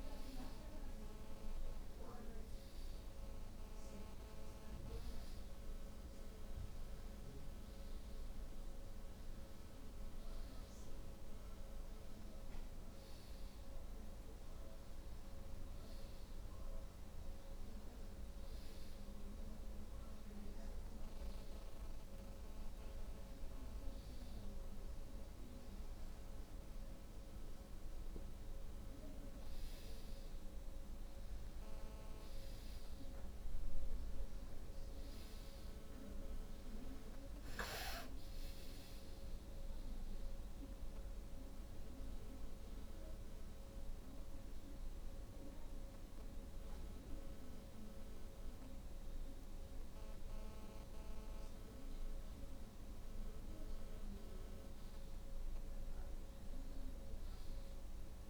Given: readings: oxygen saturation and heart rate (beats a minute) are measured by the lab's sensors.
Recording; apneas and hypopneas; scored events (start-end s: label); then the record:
breathing in sleep, hard to hear, by a room microphone; none
none scored
From the record:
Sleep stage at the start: N2 (light sleep); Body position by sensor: on the back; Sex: female